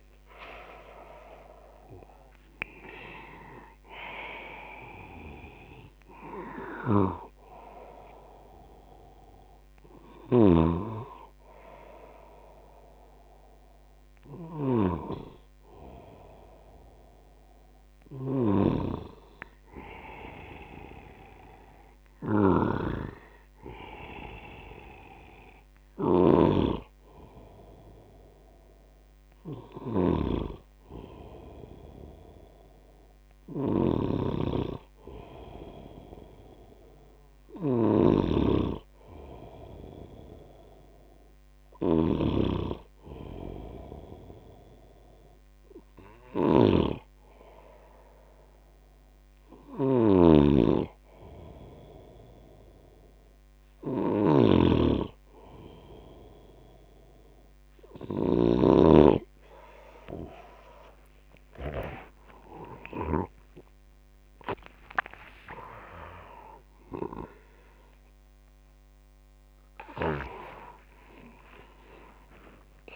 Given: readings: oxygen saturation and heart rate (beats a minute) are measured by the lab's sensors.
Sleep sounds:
a person partly awake in a sleep study, by a microphone on the trachea; none
10.00-58.50 s: snoring (device-marked)
13.50-72.96 s: new sleep stage, N1 (lightest sleep)
62.50-68.00 s: arousal
From the record:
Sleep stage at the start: awake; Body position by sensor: on the left side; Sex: male

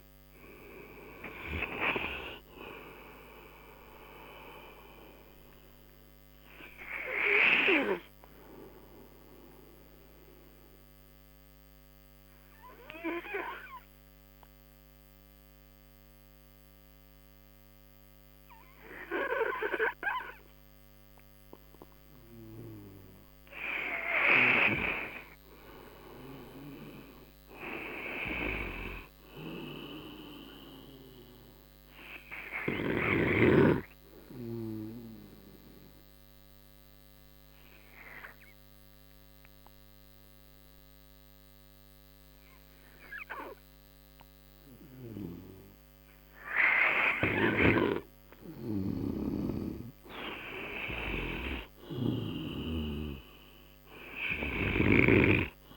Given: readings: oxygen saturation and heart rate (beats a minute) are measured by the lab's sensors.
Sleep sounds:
breathing in sleep by a microphone on the trachea; 2
0.00-2.50 s: arousal
4.00-22.00 s: oxygen desaturation (device-marked, oxygen 97% before, 91% lowest)
9.00-23.00 s: obstructive apnea (oxygen 97% before, 91% lowest)
24.00-32.00 s: oxygen desaturation (device-marked, oxygen 97% before, 93% lowest)
28.00-30.50 s: arousal
33.50-47.50 s: obstructive apnea (oxygen 97% before, 91% lowest)
37.00-48.00 s: oxygen desaturation (device-marked, oxygen 96% before, 91% lowest)
49.50-53.00 s: arousal
From the record:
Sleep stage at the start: N2 (light sleep); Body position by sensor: on the right side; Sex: male

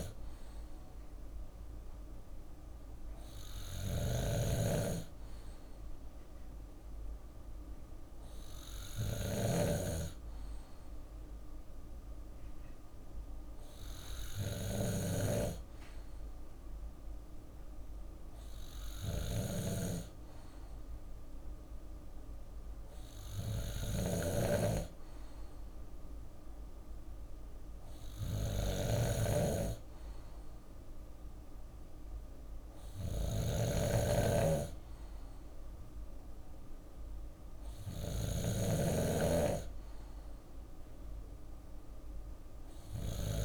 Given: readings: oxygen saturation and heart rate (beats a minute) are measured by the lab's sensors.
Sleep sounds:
breathing in sleep by a room microphone; none
0.00-43.45 s: snoring (device-marked)
From the record:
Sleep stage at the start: N2 (light sleep); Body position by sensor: on the left side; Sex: male

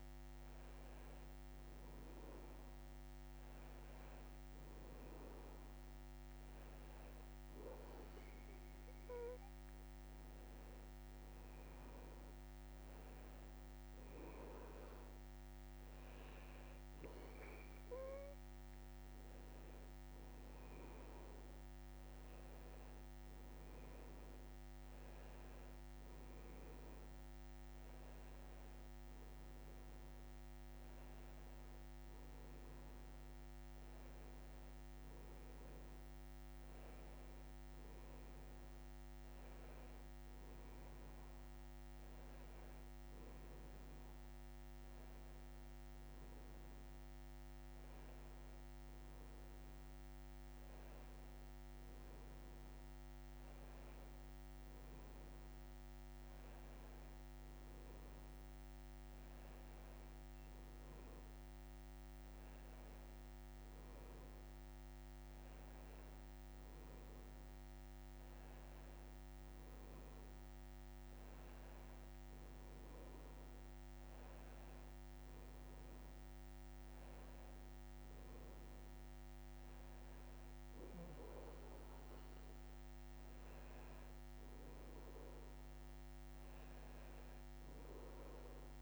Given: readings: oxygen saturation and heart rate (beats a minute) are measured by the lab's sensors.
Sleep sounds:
breathing in sleep, hard to hear, by a microphone on the trachea; none
3.00-88.82 s: new sleep stage, N2 (light sleep)
From the record:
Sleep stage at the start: N1 (lightest sleep); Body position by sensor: on the back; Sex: male

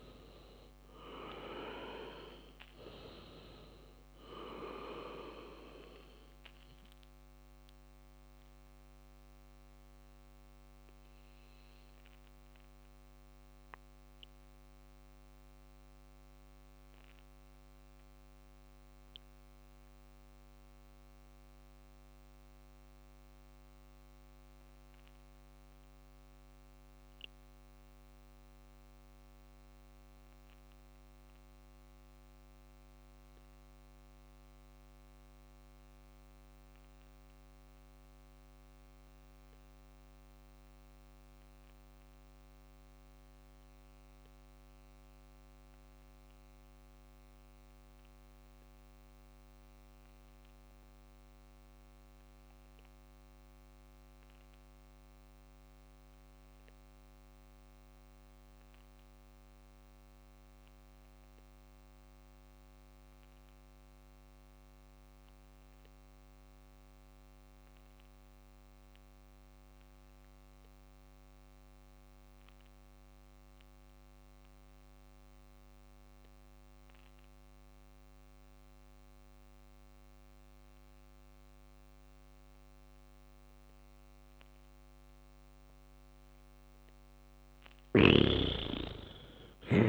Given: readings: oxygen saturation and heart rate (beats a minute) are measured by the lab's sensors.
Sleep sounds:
breathing in sleep by a microphone on the trachea; 1
0.00-16.00 s: oxygen desaturation (device-marked, oxygen 94% lowest, heart rate 56 extreme)
8.00-85.50 s: mixed apnea (oxygen 99% before, 85% lowest, heart rate 67 before, 56 extreme, up 26 after)
80.00-89.89 s: oxygen desaturation (device-marked, oxygen 96% before, 85% lowest, heart rate 66 before, 66 extreme)
From the record:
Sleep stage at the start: REM sleep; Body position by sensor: on the back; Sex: male

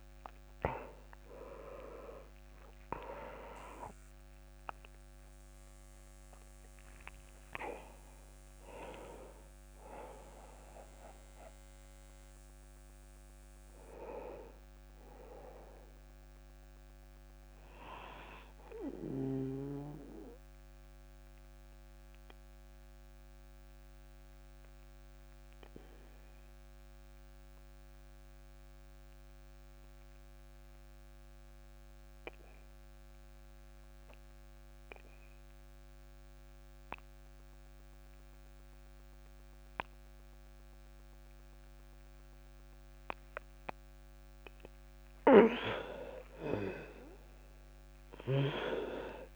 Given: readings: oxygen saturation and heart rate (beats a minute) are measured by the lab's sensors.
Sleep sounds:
breathing in sleep by a microphone on the trachea; 1
0.00-27.00 s: oxygen desaturation (device-marked, oxygen 86% lowest)
19.50-45.00 s: obstructive apnea (oxygen 97% before, 86% lowest)
46.00-49.36 s: arousal
From the record:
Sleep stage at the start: N2 (light sleep); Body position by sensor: on the back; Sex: male

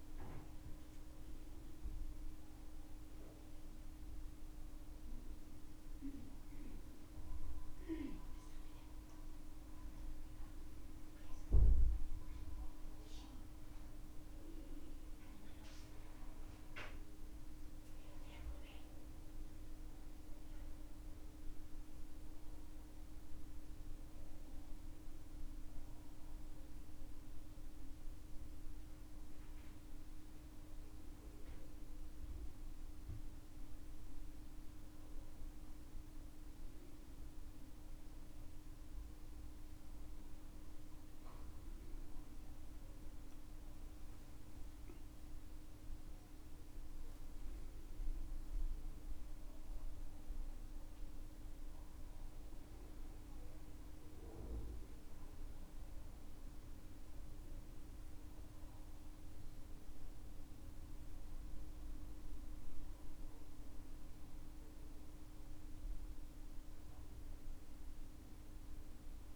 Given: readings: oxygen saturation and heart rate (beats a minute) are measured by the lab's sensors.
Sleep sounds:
breathing in sleep, hard to hear, by a room microphone; none
29.00-33.50 s: arousal
29.00-69.36 s: new sleep stage, N2 (light sleep)
From the record:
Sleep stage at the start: N1 (lightest sleep); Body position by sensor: on the back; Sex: male

